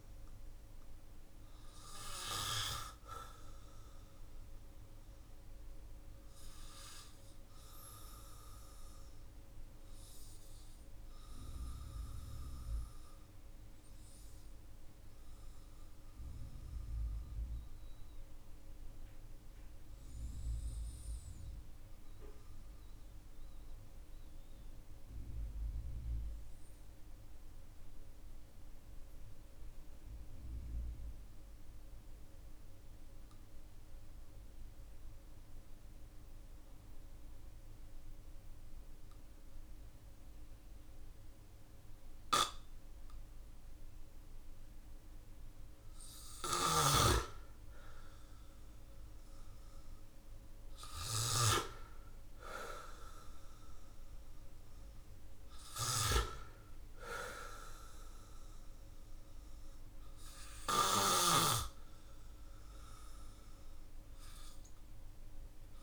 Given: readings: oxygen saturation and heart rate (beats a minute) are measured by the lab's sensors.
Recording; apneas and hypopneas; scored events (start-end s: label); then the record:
breathing in sleep by a room microphone; 1
0.00-25.50 s: oxygen desaturation (device-marked, oxygen 91% lowest, heart rate 43 extreme)
7.50-46.50 s: mixed apnea (oxygen 96% before, 91% lowest, heart rate 49 before, 43 extreme, up 8 after)
45.50-50.50 s: snoring (device-marked)
46.50-65.83 s: oxygen desaturation (device-marked, oxygen 99% before, 91% lowest, heart rate 55 before, 45 extreme)
48.50-52.50 s: arousal
From the record:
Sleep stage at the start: N2 (light sleep); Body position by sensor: on the back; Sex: male